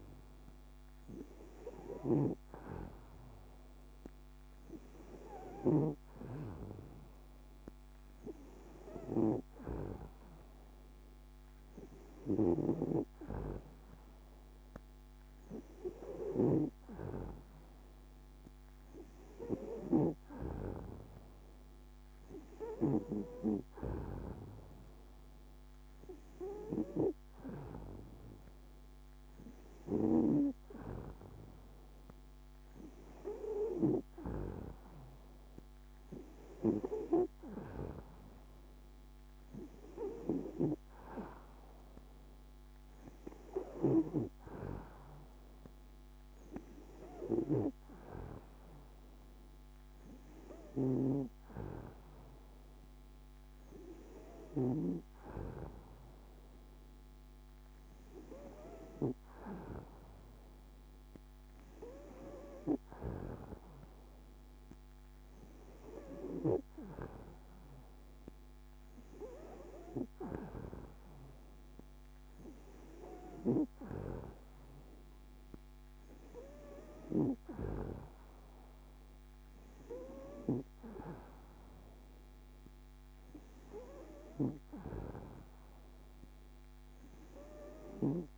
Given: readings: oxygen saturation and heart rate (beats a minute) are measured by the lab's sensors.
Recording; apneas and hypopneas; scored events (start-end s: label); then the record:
breathing in sleep by a microphone on the trachea; none
2.00-6.00 s: snoring (device-marked)
From the record:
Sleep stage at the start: N2 (light sleep); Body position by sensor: on the back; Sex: female